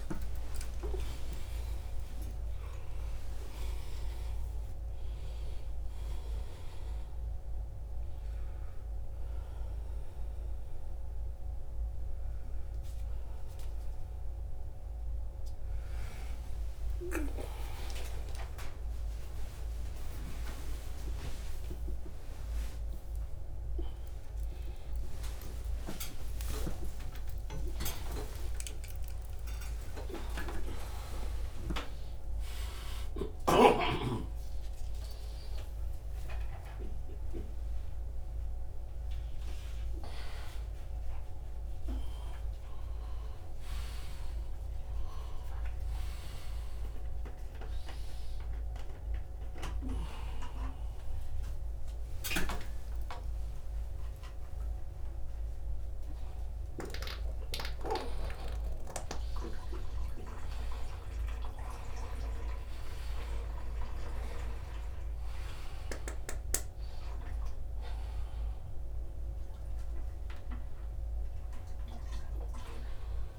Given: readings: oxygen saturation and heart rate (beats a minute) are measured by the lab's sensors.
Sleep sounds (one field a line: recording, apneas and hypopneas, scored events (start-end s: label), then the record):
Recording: a person awake in a sleep study, by a room microphone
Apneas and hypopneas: none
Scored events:
1.00-3.00 s: long interval between heartbeats (device-marked, heart rate 80 before, 157 extreme)
15.50-17.50 s: long interval between heartbeats (device-marked, heart rate 118 before, 107 extreme)
23.00-25.00 s: long interval between heartbeats (device-marked, heart rate 114 before, 88 extreme)
25.50-27.50 s: long interval between heartbeats (device-marked, heart rate 106 before, 129 extreme)
27.50-29.50 s: long interval between heartbeats (device-marked, heart rate 107 before, 134 extreme)
40.00-42.00 s: long interval between heartbeats (device-marked, heart rate 114 before, 117 extreme)
49.50-51.50 s: long interval between heartbeats (device-marked, heart rate 109 before, 112 extreme)
51.50-53.50 s: long interval between heartbeats (device-marked, heart rate 107 before, 139 extreme)
54.50-56.50 s: long interval between heartbeats (device-marked, heart rate 113 before, 150 extreme)
57.00-59.00 s: long interval between heartbeats (device-marked, heart rate 117 before, 169 extreme)
59.00-61.00 s: long interval between heartbeats (device-marked, heart rate 124 before, 169 extreme)
62.50-64.50 s: long interval between heartbeats (device-marked, heart rate 134 before, 136 extreme)
69.00-71.00 s: long interval between heartbeats (device-marked, heart rate 142 before, 113 extreme)
From the record:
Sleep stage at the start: awake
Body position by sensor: upright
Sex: male